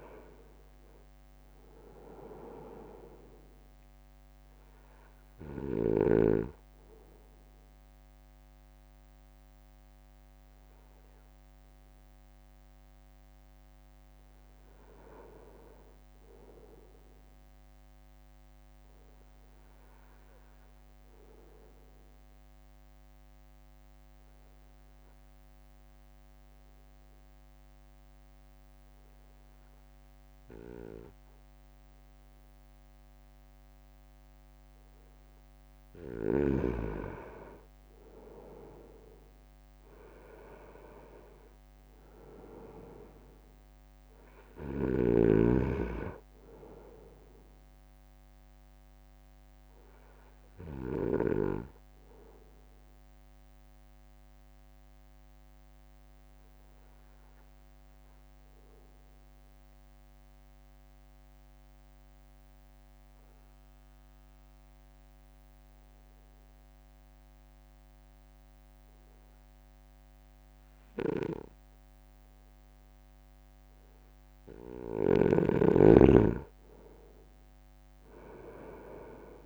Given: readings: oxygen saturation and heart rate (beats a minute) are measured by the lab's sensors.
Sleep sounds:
breathing in sleep by a microphone on the trachea; 2
0.00-9.00 s: drop in pulse transit time (device-marked, heart rate 54 extreme)
20.00-36.00 s: obstructive apnea (oxygen 95% before, 93% lowest, heart rate 55 before, 53 extreme, up 6 after)
39.00-53.00 s: drop in pulse transit time (device-marked, heart rate 56 before, 53 extreme)
40.50-44.00 s: arousal
45.00-51.50 s: snoring (device-marked)
51.00-74.50 s: obstructive apnea (oxygen 97% before, 94% lowest, heart rate 56 before, 51 extreme, up 2 after)
78.00-79.46 s: drop in pulse transit time (device-marked, heart rate 56 before, 51 extreme)
From the record:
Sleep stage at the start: N2 (light sleep); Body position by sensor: on the front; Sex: male

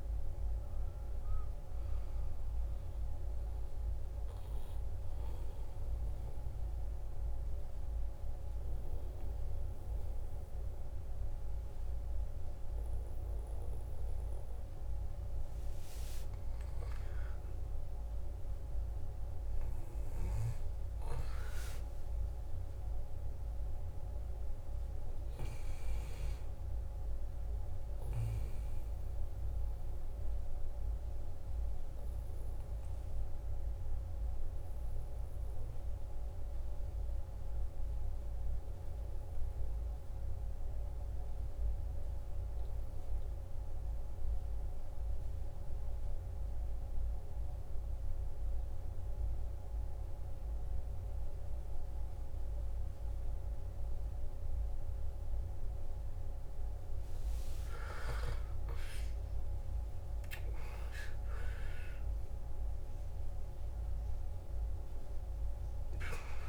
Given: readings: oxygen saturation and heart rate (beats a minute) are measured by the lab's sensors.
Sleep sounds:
breathing in sleep, hard to hear, by a room microphone; 2
0.00-14.00 s: oxygen desaturation (device-marked, oxygen 88% lowest, heart rate 52 extreme)
5.50-16.00 s: hypopnea (oxygen 95% before, 88% lowest, heart rate 65 before, 52 extreme, up 7 after)
16.50-22.00 s: arousal
31.00-57.00 s: obstructive apnea (oxygen 99% before, 89% lowest, heart rate 56 before, 51 extreme, up 15 after)
52.00-66.49 s: oxygen desaturation (device-marked, oxygen 97% before, 89% lowest, heart rate 53 before, 53 extreme)
57.50-62.00 s: arousal
From the record:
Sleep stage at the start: N2 (light sleep); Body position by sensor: on the back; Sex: male

